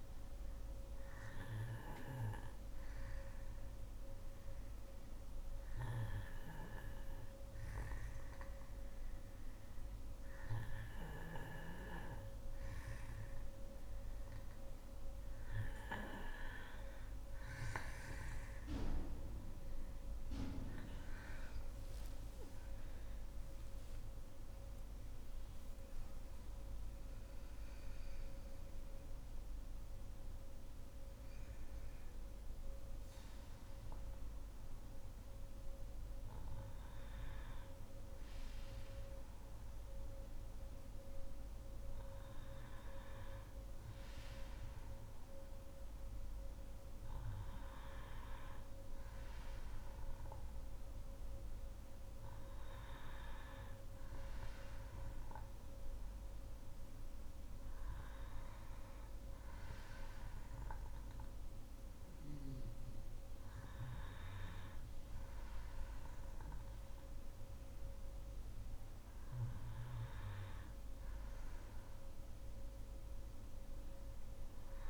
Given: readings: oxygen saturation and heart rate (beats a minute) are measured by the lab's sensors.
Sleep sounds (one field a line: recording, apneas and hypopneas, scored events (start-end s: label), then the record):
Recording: breathing in sleep by a room microphone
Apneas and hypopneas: none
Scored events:
21.00-25.00 s: arousal
From the record:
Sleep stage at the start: N2 (light sleep)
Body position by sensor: on the back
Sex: female